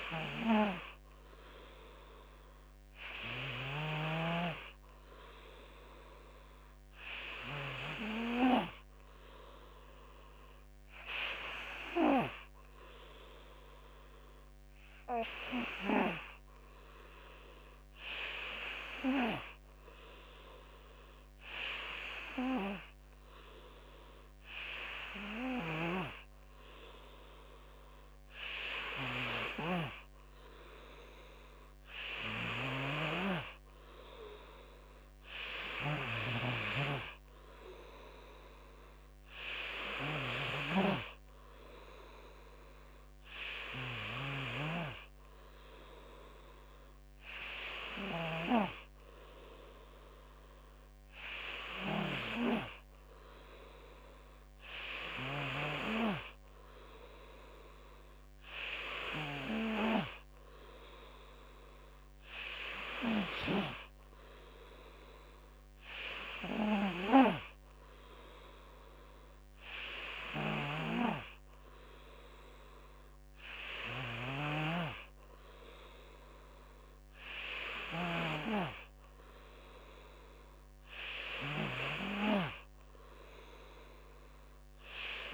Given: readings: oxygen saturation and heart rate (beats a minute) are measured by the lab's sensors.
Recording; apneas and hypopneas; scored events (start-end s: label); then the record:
breathing in sleep by a microphone on the trachea; none
none scored
From the record:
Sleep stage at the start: N2 (light sleep); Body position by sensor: on the back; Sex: male